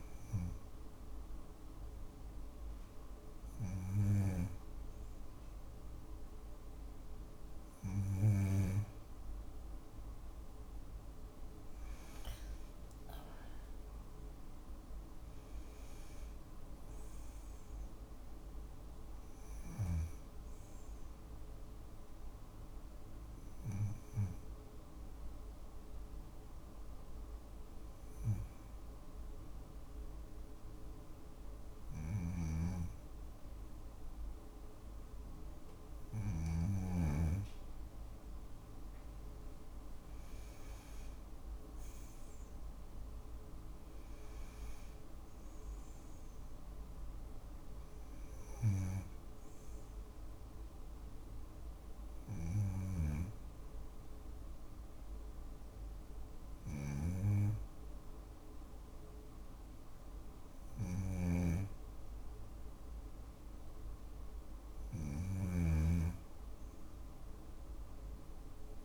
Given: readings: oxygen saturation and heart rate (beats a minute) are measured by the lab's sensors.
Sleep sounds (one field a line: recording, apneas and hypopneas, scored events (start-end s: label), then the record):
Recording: breathing in sleep by a room microphone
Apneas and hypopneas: 1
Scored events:
11.00-15.00 s: arousal
23.00-35.00 s: hypopnea (oxygen 95% before, 93% lowest, heart rate 58 before, 55 extreme, up 3 after)
31.00-35.50 s: snoring (device-marked)
38.00-43.00 s: arousal
51.50-68.85 s: snoring (device-marked)
From the record:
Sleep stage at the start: N2 (light sleep)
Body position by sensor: on the back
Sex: female